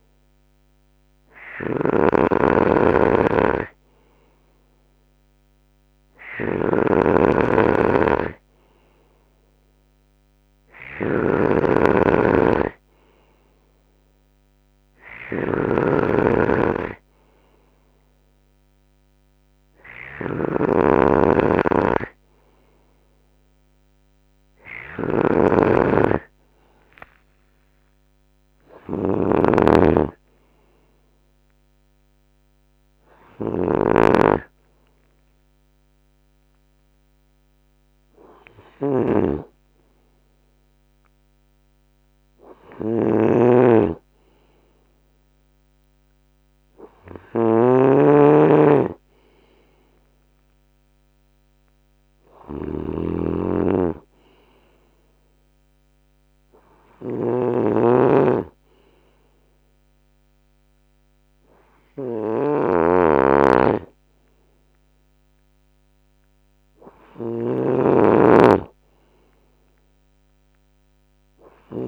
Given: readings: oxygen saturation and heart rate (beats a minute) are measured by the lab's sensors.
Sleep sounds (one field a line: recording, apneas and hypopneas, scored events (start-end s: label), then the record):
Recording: breathing in sleep by a microphone on the trachea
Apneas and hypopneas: none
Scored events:
0.00-71.88 s: snoring (device-marked)
24.50-28.50 s: arousal
25.00-27.00 s: long interval between heartbeats (device-marked, heart rate 73 before, 80 extreme)
25.50-38.50 s: drop in pulse transit time (device-marked, heart rate 73 before, 78 extreme)
33.50-35.50 s: long interval between heartbeats (device-marked, heart rate 78 before, 85 extreme)
43.00-45.00 s: long interval between heartbeats (device-marked, heart rate 81 before, 83 extreme)
48.00-50.00 s: long interval between heartbeats (device-marked, heart rate 82 before, 90 extreme)
57.50-59.50 s: long interval between heartbeats (device-marked, heart rate 81 before, 93 extreme)
67.50-69.50 s: long interval between heartbeats (device-marked, heart rate 84 before, 85 extreme)
69.50-71.88 s: new sleep stage, N2 (light sleep)
From the record:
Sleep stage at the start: N3 (deep sleep)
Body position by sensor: on the right side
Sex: male